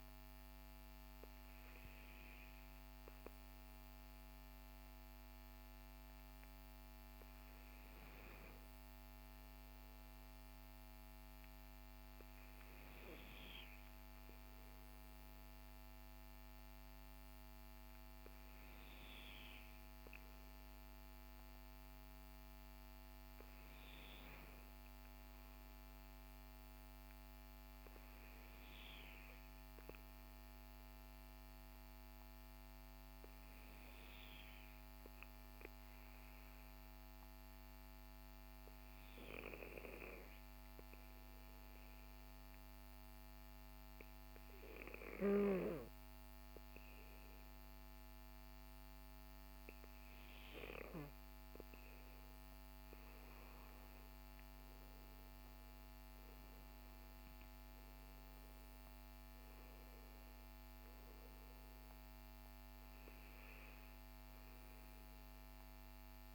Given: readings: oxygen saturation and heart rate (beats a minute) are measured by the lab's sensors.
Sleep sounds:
breathing in sleep, hard to hear, by a microphone on the trachea; 1
35.50-49.00 s: obstructive apnea (oxygen 97% before, 94% lowest, heart rate 49 before, 42 extreme, up 12 after)
51.50-56.50 s: arousal
From the record:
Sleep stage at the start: N2 (light sleep); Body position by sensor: on the back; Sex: male

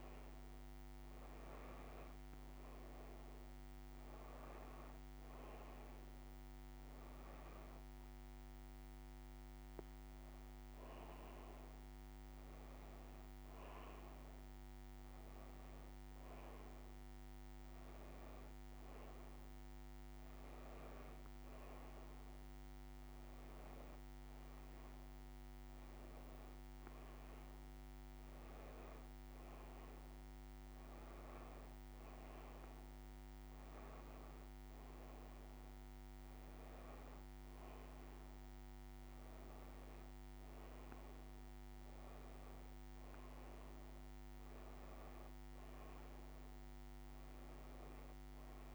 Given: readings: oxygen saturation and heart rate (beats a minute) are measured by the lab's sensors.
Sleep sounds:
breathing in sleep, hard to hear, by a microphone on the trachea; none
none scored
From the record:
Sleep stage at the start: N2 (light sleep); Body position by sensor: on the back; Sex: female

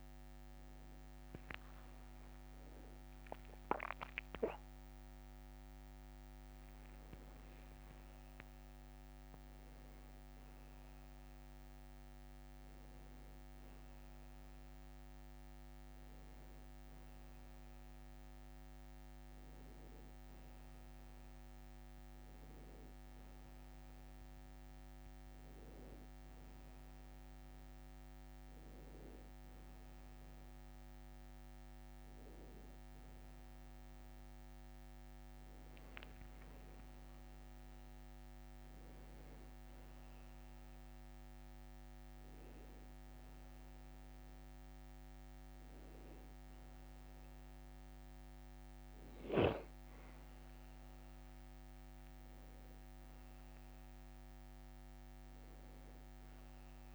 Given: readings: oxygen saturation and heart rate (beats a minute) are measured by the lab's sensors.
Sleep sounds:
a person awake in a sleep study, hard to hear, by a microphone on the trachea; none
0.50-7.50 s: tachycardia (device-marked, heart rate 75 before, 165 extreme)
4.00-6.00 s: long interval between heartbeats (device-marked, heart rate 68 before, 110 extreme)
45.50-56.95 s: new sleep stage, N1 (lightest sleep)
From the record:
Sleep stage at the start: awake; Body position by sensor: on the back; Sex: male

